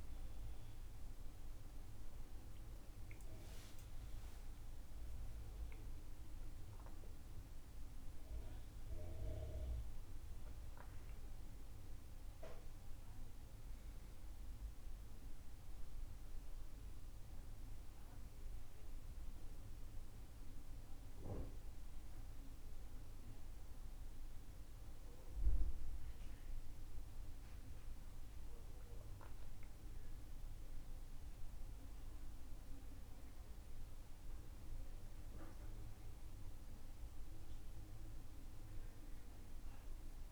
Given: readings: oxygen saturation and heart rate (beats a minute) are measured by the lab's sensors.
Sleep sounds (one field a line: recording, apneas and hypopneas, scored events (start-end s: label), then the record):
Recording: breathing in sleep, hard to hear, by a room microphone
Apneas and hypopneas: none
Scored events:
2.50-6.00 s: arousal
From the record:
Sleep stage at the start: N2 (light sleep)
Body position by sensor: on the back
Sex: male